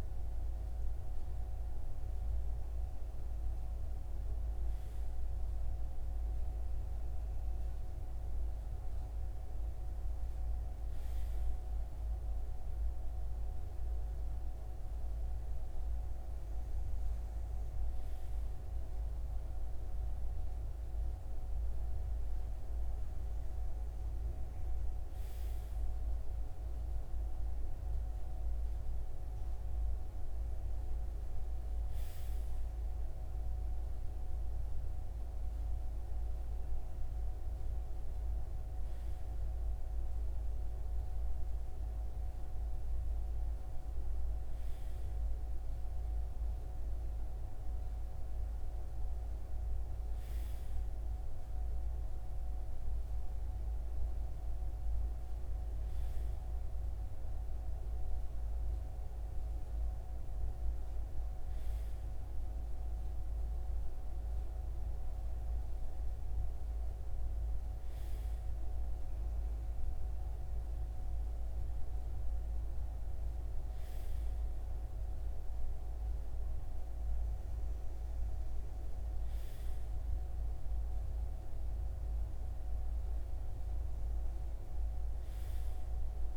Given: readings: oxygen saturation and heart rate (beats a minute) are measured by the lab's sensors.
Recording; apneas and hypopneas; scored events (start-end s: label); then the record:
breathing in sleep, hard to hear, by a room microphone; none
none scored
From the record:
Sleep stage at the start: REM sleep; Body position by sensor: on the right side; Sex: male